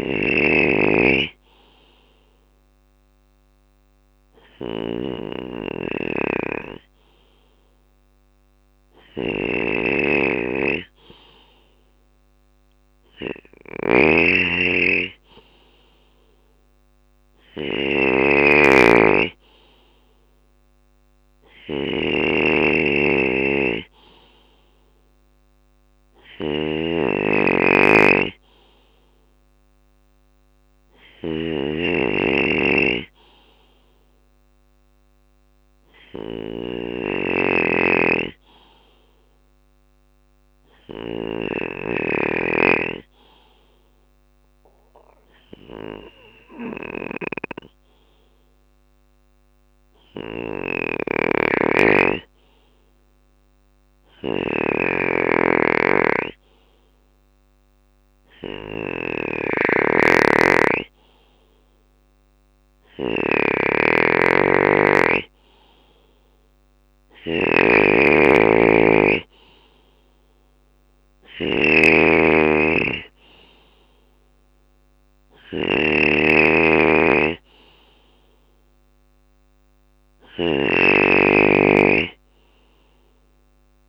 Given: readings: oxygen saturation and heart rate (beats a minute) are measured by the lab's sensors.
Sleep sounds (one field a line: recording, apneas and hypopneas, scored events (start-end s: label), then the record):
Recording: breathing in sleep by a microphone on the trachea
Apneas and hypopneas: 2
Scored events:
0.00-40.50 s: snoring (device-marked)
1.00-12.00 s: obstructive apnea (oxygen 97% before, 95% lowest, heart rate 64 before, 61 extreme, up 4 after)
12.50-25.50 s: drop in pulse transit time (device-marked, heart rate 65 before, 61 extreme)
14.00-17.50 s: arousal
36.00-50.00 s: obstructive apnea (oxygen 97% before, 94% lowest, heart rate 63 before, 60 extreme, up 1 after)
46.50-60.50 s: drop in pulse transit time (device-marked, heart rate 63 before, 60 extreme)
49.00-83.89 s: snoring (device-marked)
52.50-56.00 s: arousal
76.50-83.89 s: bradycardia (device-marked, heart rate 64 before, 53 extreme)
From the record:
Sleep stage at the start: N2 (light sleep)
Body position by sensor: on the left side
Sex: male